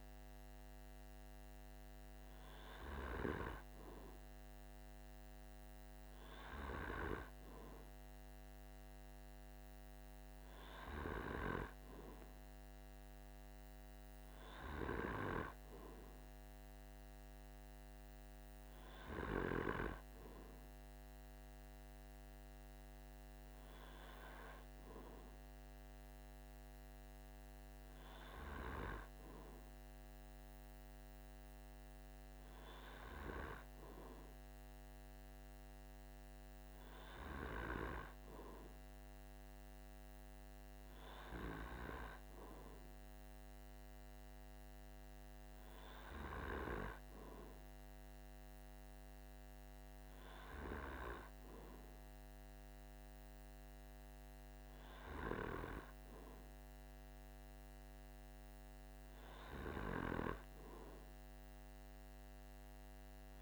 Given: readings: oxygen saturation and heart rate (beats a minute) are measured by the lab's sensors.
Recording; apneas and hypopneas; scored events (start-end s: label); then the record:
breathing in sleep by a microphone on the trachea; none
none scored
From the record:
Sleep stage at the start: N2 (light sleep); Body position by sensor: on the back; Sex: male